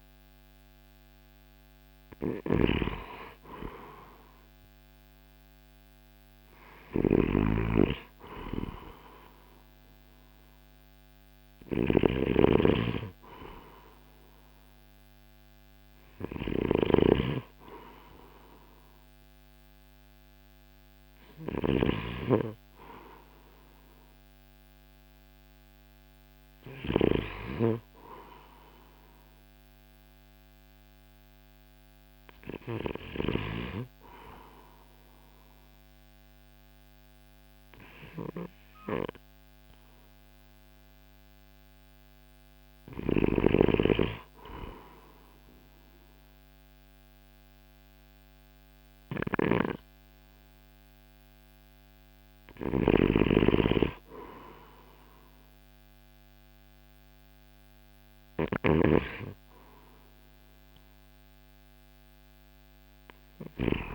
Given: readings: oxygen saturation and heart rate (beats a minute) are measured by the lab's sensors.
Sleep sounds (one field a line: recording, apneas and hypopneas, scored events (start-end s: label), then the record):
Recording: breathing in sleep by a microphone on the trachea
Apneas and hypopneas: none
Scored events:
0.00-20.00 s: drop in pulse transit time (device-marked, heart rate 56 before, 55 extreme)
2.00-21.50 s: snoring (device-marked)
42.50-63.95 s: snoring (device-marked)
From the record:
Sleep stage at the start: N2 (light sleep)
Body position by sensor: on the right side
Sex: male